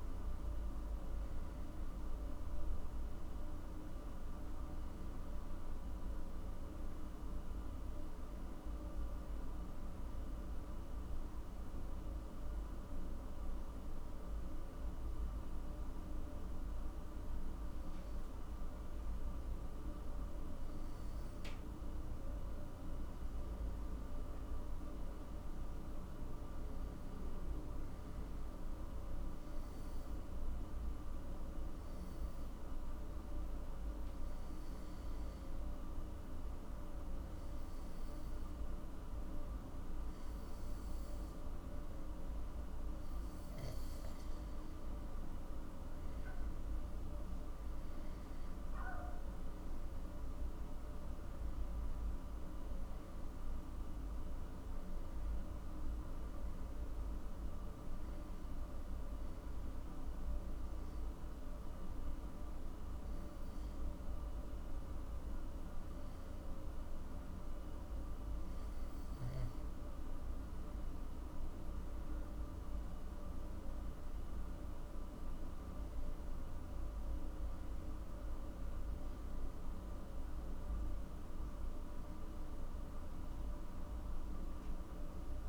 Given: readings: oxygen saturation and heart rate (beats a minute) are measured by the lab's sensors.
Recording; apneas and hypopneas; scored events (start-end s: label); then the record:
breathing in sleep, hard to hear, by a room microphone; 3
13.00-23.50 s: hypopnea (oxygen 95% before, 92% lowest, heart rate 60 before, 50 extreme, up 5 after)
24.50-27.50 s: arousal
30.50-43.00 s: hypopnea (oxygen 97% before, 92% lowest, heart rate 60 before, 52 extreme, up 8 after)
45.50-50.00 s: arousal
60.00-71.00 s: hypopnea (oxygen 97% before, 92% lowest, heart rate 57 before, 55 extreme, up 5 after)
73.00-77.00 s: arousal
From the record:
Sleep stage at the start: N2 (light sleep); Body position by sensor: on the back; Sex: male